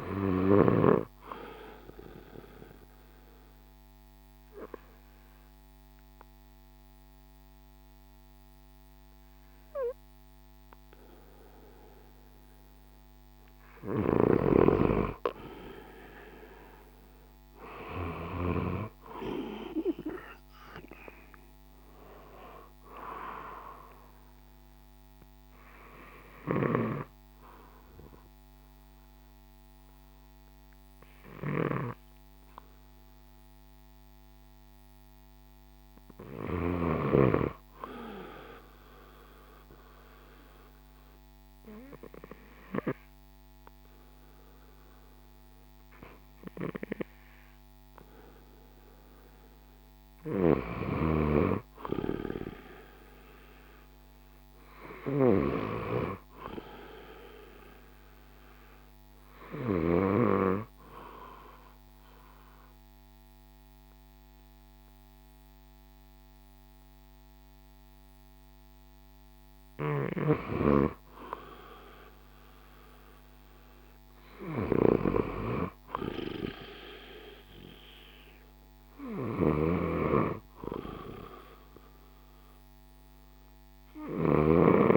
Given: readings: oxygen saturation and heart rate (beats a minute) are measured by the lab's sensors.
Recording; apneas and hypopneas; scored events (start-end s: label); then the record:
breathing in sleep by a microphone on the trachea; 4
3.00-13.50 s: obstructive apnea (oxygen 95% before, 91% lowest, heart rate 57 before, 57 extreme, up 9 after)
13.00-22.00 s: oxygen desaturation (device-marked, oxygen 95% before, 91% lowest, heart rate 58 before, 57 extreme)
13.50-18.50 s: snoring (device-marked)
16.00-19.50 s: arousal
24.50-34.50 s: obstructive apnea (oxygen 95% before, 91% lowest, heart rate 61 before, 57 extreme, up 2 after)
33.00-42.00 s: oxygen desaturation (device-marked, oxygen 95% before, 91% lowest, heart rate 62 before, 58 extreme)
35.50-37.50 s: arousal
39.00-49.00 s: obstructive apnea (oxygen 95% before, 91% lowest, heart rate 61 before, 57 extreme, up 2 after)
49.00-52.50 s: arousal
61.00-71.50 s: obstructive apnea (oxygen 96% before, 90% lowest, heart rate 59 before, 56 extreme)
63.00-81.00 s: oxygen desaturation (device-marked, oxygen 94% before, 91% lowest, heart rate 60 before, 56 extreme)
69.50-84.97 s: snoring (device-marked)
73.50-76.50 s: arousal
From the record:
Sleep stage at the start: N2 (light sleep); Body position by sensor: on the left side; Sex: male